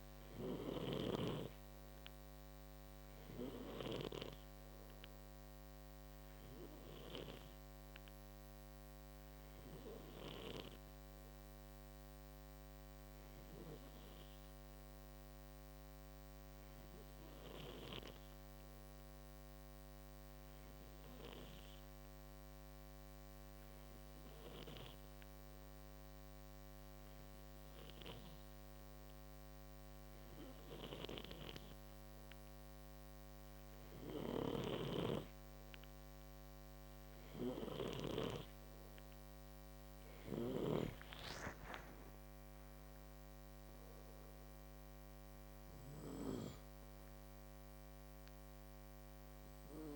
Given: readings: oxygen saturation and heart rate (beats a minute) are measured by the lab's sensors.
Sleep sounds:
breathing in sleep by a microphone on the trachea; 1
0.00-22.00 s: oxygen desaturation (device-marked, oxygen 91% lowest, heart rate 57 extreme)
8.50-35.50 s: hypopnea (oxygen 98% before, 91% lowest, heart rate 60 before, 53 extreme, up 9 after)
33.00-49.96 s: oxygen desaturation (device-marked, oxygen 96% before, 91% lowest, heart rate 59 before, 53 extreme)
33.50-37.50 s: snoring (device-marked)
37.50-42.50 s: arousal
39.50-46.00 s: snoring (device-marked)
From the record:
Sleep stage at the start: N2 (light sleep); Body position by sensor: on the right side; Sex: male

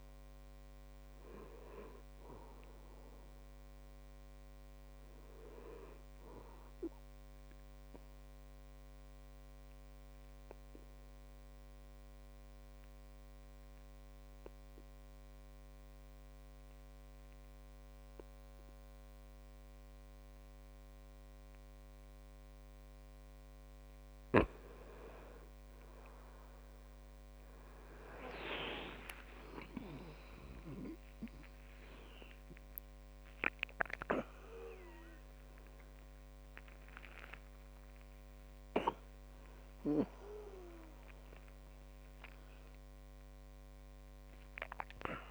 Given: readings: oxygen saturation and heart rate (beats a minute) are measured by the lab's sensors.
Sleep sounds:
a person awake in a sleep study, by a microphone on the trachea; 1
9.50-24.50 s: obstructive apnea (oxygen 98% before, 91% lowest)
17.50-45.31 s: new sleep stage, awake
39.50-45.31 s: oxygen desaturation (device-marked, oxygen 97% before, 91% lowest)
From the record:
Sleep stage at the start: N2 (light sleep); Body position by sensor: on the back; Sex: male

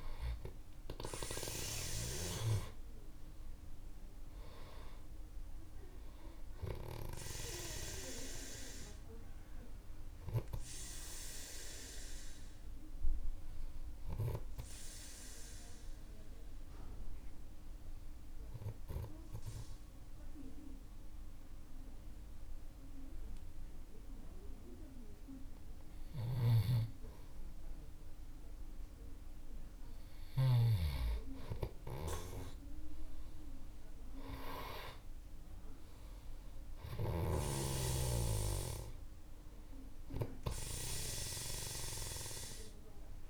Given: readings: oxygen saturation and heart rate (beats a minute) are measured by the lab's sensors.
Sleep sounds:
breathing in sleep by a room microphone; 1
0.00-3.00 s: oxygen desaturation (device-marked, oxygen 94% lowest, heart rate 48 extreme)
0.50-5.50 s: arousal
14.00-27.50 s: obstructive apnea (oxygen 98% before, 94% lowest, heart rate 55 before, 49 extreme, up 10 after)
26.50-31.00 s: snoring (device-marked)
32.00-36.50 s: arousal
From the record:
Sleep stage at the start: N2 (light sleep); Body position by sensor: on the back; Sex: male

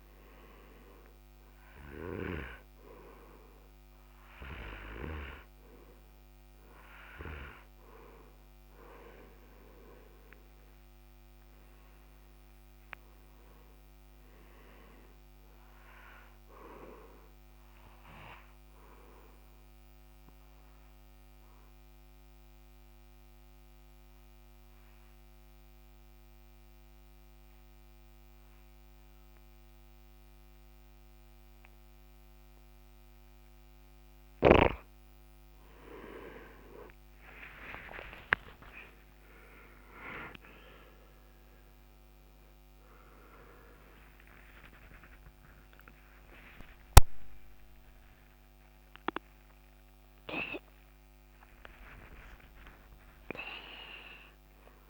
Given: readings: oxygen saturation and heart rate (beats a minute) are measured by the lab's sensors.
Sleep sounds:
breathing in sleep by a microphone on the trachea; 1
0.00-1.00 s: arousal
0.00-13.50 s: oxygen desaturation (device-marked, oxygen 93% lowest, heart rate 69 extreme)
18.50-35.00 s: obstructive apnea (oxygen 97% before, 94% lowest, heart rate 81 before, 69 extreme, up 14 after)
38.50-47.00 s: arousal
52.50-54.90 s: new sleep stage, N1 (lightest sleep)
From the record:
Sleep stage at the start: N2 (light sleep); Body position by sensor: on the right side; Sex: male

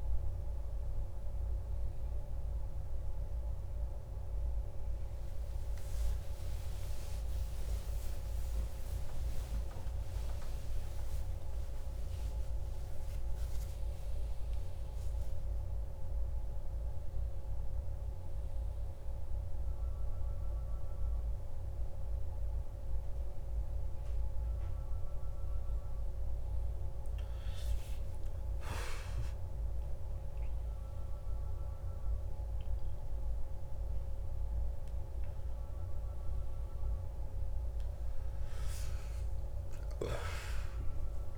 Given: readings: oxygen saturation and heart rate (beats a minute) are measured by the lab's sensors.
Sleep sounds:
a person awake in a sleep study, hard to hear, by a room microphone; none
0.00-12.00 s: oxygen desaturation (device-marked, oxygen 93% lowest, heart rate 50 extreme)
18.00-41.38 s: new sleep stage, awake
From the record:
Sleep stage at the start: N1 (lightest sleep); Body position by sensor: on the back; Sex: male

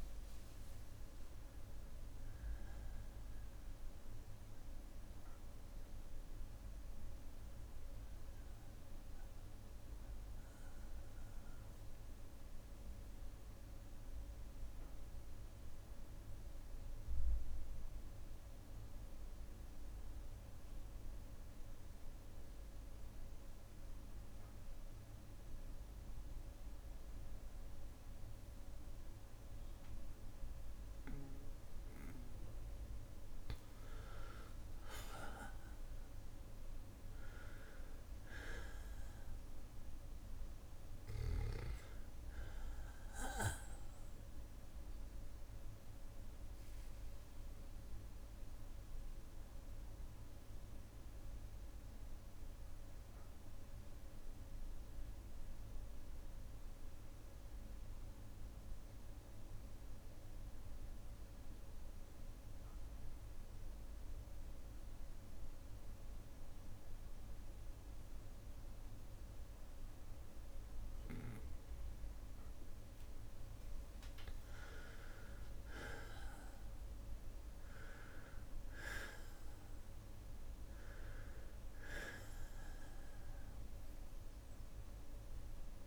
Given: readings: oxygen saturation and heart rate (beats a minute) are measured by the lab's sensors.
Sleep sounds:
breathing in sleep by a room microphone; 2
0.00-17.50 s: oxygen desaturation (device-marked, oxygen 94% lowest, heart rate 58 extreme)
6.50-25.50 s: bradycardia (device-marked, heart rate 62 before, 58 extreme)
15.50-32.00 s: obstructive apnea (oxygen 98% before, 92% lowest, heart rate 62 before, 56 extreme, up 2 after)
34.50-38.50 s: arousal
35.50-57.50 s: oxygen desaturation (device-marked, oxygen 99% before, 95% lowest, heart rate 59 before, 56 extreme)
44.50-71.50 s: bradycardia (device-marked, heart rate 62 before, 56 extreme)
45.50-73.50 s: obstructive apnea (oxygen 99% before, 92% lowest, heart rate 60 before, 56 extreme, up 5 after)
73.50-85.87 s: oxygen desaturation (device-marked, oxygen 98% before, 92% lowest, heart rate 57 before, 56 extreme)
75.00-79.00 s: arousal
83.50-85.87 s: bradycardia (device-marked, heart rate 61 before, 56 extreme)
From the record:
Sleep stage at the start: N2 (light sleep); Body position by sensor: on the back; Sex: male

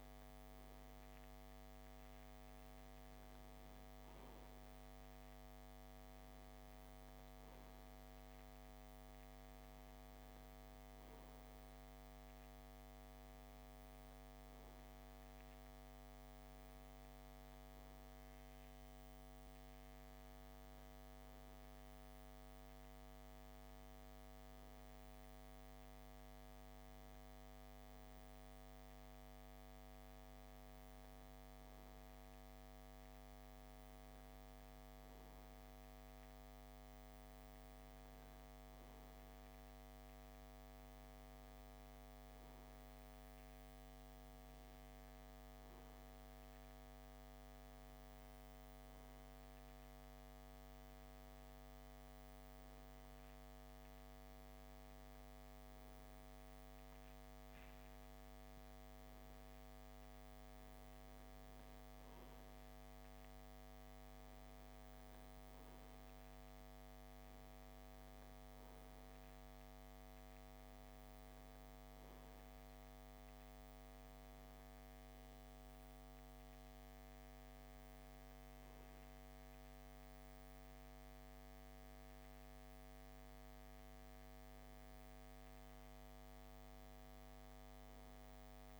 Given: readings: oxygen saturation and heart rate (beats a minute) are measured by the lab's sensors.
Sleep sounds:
breathing in sleep, hard to hear, by a microphone on the trachea; none
none scored
From the record:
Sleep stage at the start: N2 (light sleep); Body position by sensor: on the left side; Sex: male

